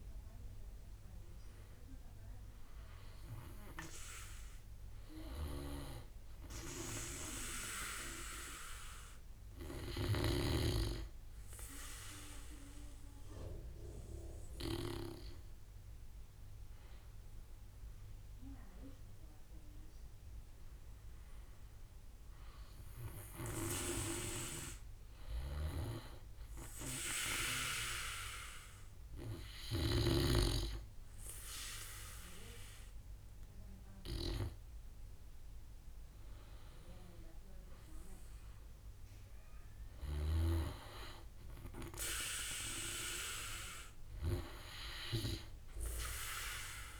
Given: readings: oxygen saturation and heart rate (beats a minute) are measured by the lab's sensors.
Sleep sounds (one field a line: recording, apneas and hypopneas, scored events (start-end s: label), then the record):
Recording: a person partly awake in a sleep study, by a room microphone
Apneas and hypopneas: 1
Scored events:
2.00-47.00 s: new sleep stage, N2 (light sleep)
5.50-17.00 s: hypopnea (oxygen 100% before, 91% lowest, heart rate 61 before, 52 extreme, up 9 after)
19.50-23.00 s: arousal
20.00-37.00 s: oxygen desaturation (device-marked, oxygen 100% before, 95% lowest, heart rate 60 before, 49 extreme)
40.00-43.50 s: arousal
From the record:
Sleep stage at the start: awake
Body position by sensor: on the back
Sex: male